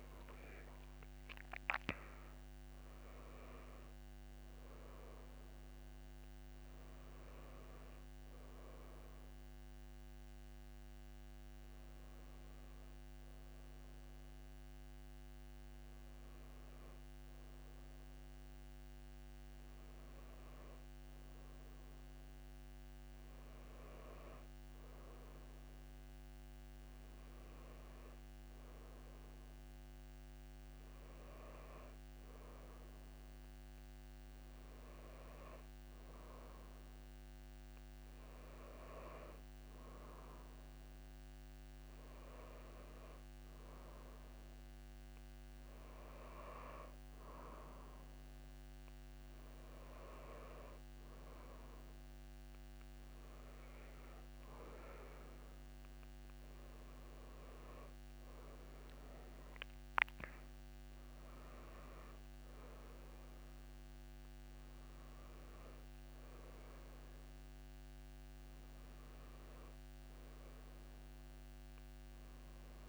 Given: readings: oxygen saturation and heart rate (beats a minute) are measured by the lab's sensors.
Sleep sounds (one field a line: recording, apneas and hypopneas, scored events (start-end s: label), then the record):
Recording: breathing in sleep by a microphone on the trachea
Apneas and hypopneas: none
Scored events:
0.50-3.50 s: arousal
From the record:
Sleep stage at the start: N1 (lightest sleep)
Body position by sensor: on the back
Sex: female